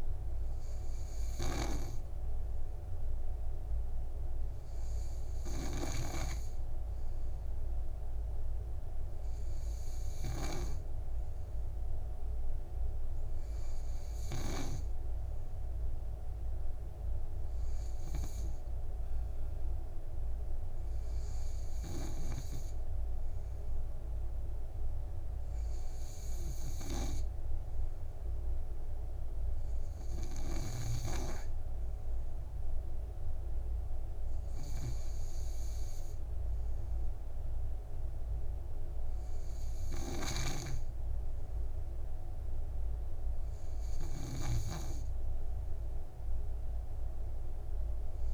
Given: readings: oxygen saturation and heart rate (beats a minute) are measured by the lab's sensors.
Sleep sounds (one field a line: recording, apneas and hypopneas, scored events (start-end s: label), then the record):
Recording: breathing in sleep by a room microphone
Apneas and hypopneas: none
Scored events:
0.00-7.50 s: oxygen desaturation (device-marked, oxygen 92% lowest, heart rate 57 extreme)
40.50-48.34 s: snoring (device-marked)
From the record:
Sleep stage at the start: N2 (light sleep)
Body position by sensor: on the back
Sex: male